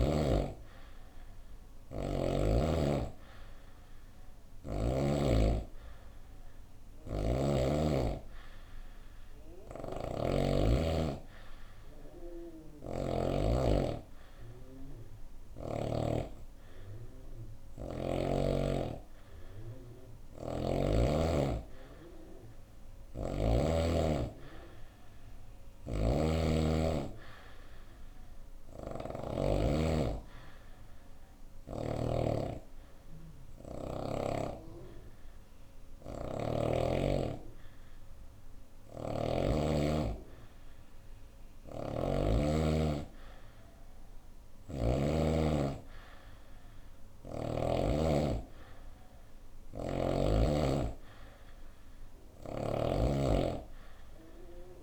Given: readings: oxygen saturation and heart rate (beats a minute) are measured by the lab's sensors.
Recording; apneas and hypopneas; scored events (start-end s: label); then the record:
breathing in sleep by a room microphone; none
1.00-4.50 s: snoring (device-marked)
9.00-15.50 s: snoring (device-marked)
25.00-31.50 s: snoring (device-marked)
41.00-44.50 s: snoring (device-marked)
51.50-54.83 s: snoring (device-marked)
From the record:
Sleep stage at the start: N2 (light sleep); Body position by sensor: on the right side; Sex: female